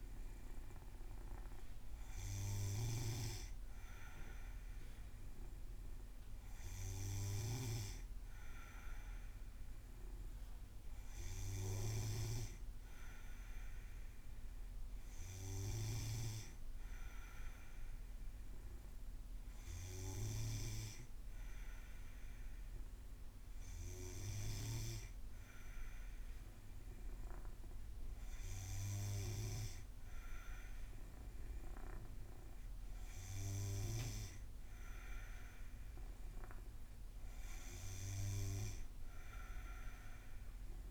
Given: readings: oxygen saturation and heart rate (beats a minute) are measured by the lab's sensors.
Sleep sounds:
breathing in sleep by a room microphone; none
2.50-7.50 s: snoring (device-marked)
From the record:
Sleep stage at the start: N2 (light sleep); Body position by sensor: on the back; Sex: female

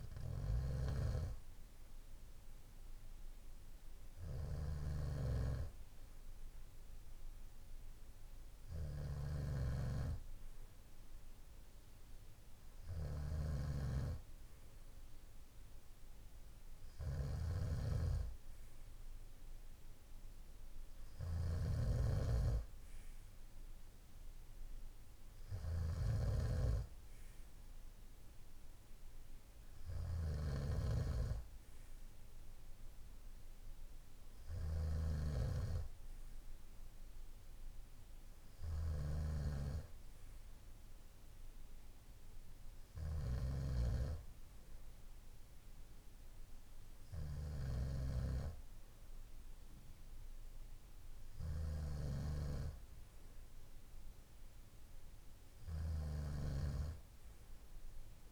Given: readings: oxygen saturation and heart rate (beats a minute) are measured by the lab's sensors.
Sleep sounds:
breathing in sleep by a room microphone; none
0.00-58.32 s: snoring (device-marked)
From the record:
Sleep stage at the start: N2 (light sleep); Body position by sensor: on the right side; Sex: male

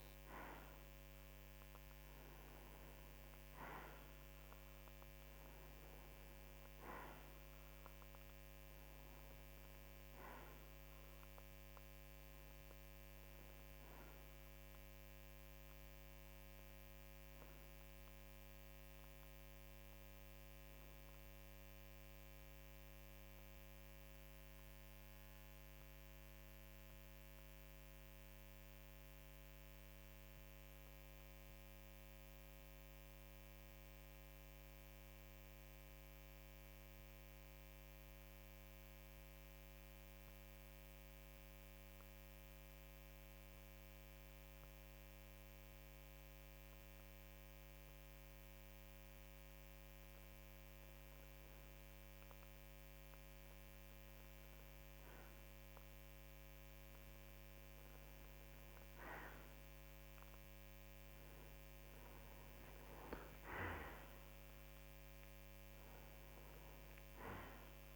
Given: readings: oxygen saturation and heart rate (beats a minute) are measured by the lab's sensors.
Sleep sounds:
breathing in sleep, hard to hear, by a microphone on the trachea; 1
28.00-48.50 s: mixed apnea (oxygen 94% before, 92% lowest, heart rate 55 before, 52 extreme)
58.00-62.00 s: arousal
From the record:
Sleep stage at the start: N2 (light sleep); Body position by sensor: on the right side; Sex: male

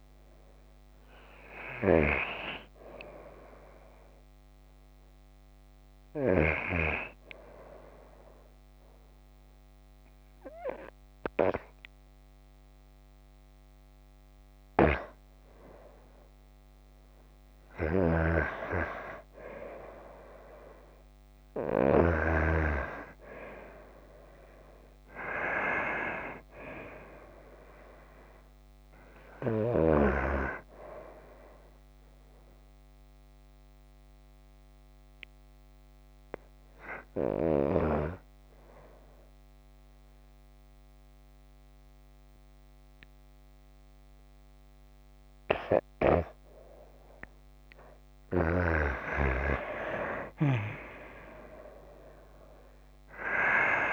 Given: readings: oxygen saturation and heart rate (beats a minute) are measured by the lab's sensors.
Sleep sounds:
breathing in sleep by a microphone on the trachea; 2
0.00-10.00 s: oxygen desaturation (device-marked, oxygen 90% lowest, heart rate 37 extreme)
5.50-16.00 s: hypopnea (oxygen 94% before, 89% lowest, heart rate 55 before, 37 extreme, up 10 after)
18.00-22.50 s: snoring (device-marked)
19.50-23.00 s: arousal
33.00-45.00 s: hypopnea (oxygen 93% before, 89% lowest, heart rate 55 before, 40 extreme, up 17 after)
47.50-50.50 s: arousal
50.00-53.93 s: oxygen desaturation (device-marked, oxygen 94% before, 89% lowest)
From the record:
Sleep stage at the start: N2 (light sleep); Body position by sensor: on the back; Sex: female

